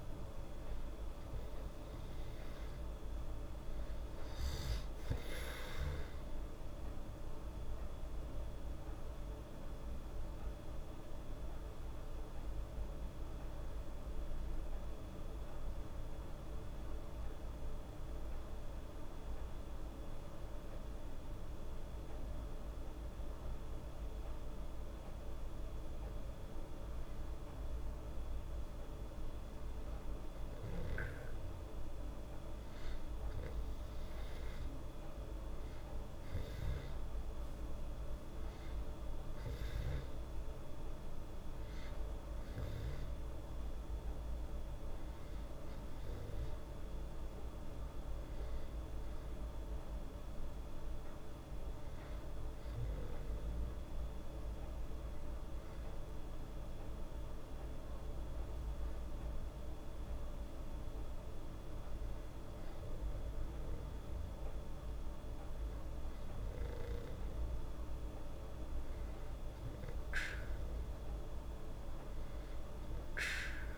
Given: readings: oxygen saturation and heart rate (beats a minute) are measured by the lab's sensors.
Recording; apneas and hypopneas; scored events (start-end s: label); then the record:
breathing in sleep, hard to hear, by a room microphone; 2
9.00-27.50 s: hypopnea (oxygen 98% before, 94% lowest, heart rate 74 before, 71 extreme, up 4 after)
30.00-34.00 s: arousal
35.00-55.00 s: oxygen desaturation (device-marked, oxygen 99% before, 94% lowest, heart rate 73 before, 71 extreme)
52.50-66.00 s: hypopnea (oxygen 99% before, 96% lowest, heart rate 73 before, 72 extreme, up 3 after)
67.00-71.50 s: arousal
From the record:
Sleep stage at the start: N2 (light sleep); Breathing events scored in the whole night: 206 in 7.8 hours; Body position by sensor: on the back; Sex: female